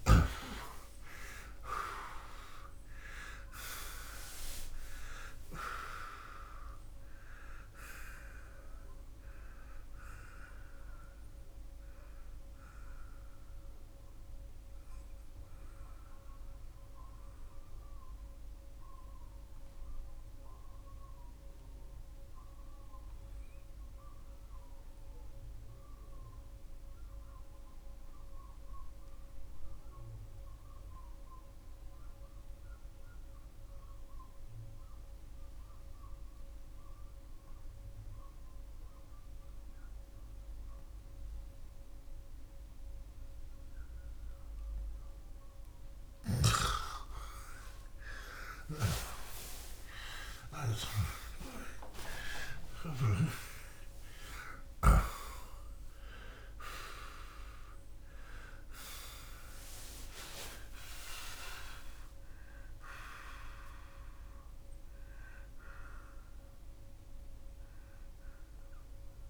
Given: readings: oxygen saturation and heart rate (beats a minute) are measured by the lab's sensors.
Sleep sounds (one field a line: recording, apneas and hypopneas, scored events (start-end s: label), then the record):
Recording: breathing in sleep by a room microphone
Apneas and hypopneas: 1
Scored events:
0.00-1.50 s: arousal
18.00-44.50 s: obstructive apnea (oxygen 95% before, 82% lowest, heart rate 86 before, 29 extreme)
24.00-46.00 s: oxygen desaturation (device-marked, oxygen 94% before, 83% lowest, heart rate 66 before, 29 extreme)
46.00-51.00 s: snoring (device-marked)
47.50-53.00 s: arousal
54.00-65.00 s: oxygen desaturation (device-marked, oxygen 96% before, 90% lowest)
From the record:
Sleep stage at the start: N2 (light sleep)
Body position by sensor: on the back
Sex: male